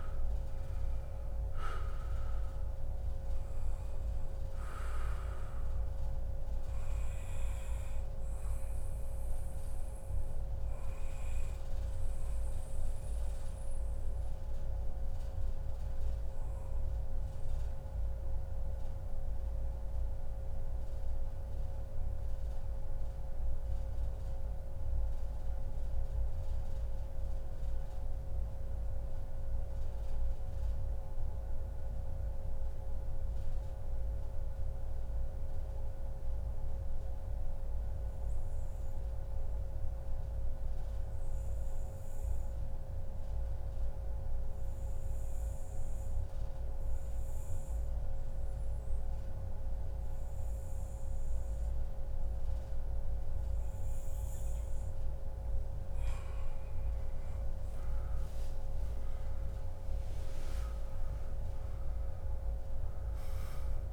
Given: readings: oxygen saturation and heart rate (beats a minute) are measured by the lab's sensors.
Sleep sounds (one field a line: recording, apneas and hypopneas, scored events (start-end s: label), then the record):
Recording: breathing in sleep, hard to hear, by a room microphone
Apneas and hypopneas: 1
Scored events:
0.00-23.50 s: oxygen desaturation (device-marked, oxygen 91% lowest, heart rate 80 extreme)
3.00-5.00 s: long interval between heartbeats (device-marked, heart rate 101 before, 115 extreme)
9.00-54.50 s: mixed apnea (oxygen 97% before, 90% lowest, heart rate 105 before, 80 extreme, up 25 after)
34.50-36.50 s: long interval between heartbeats (device-marked, heart rate 91 before, 103 extreme)
46.50-63.93 s: oxygen desaturation (device-marked, oxygen 98% before, 90% lowest, heart rate 99 before, 88 extreme)
48.50-50.50 s: long interval between heartbeats (device-marked, heart rate 101 before, 98 extreme)
56.50-61.00 s: arousal
From the record:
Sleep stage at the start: N2 (light sleep)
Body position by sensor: on the back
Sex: male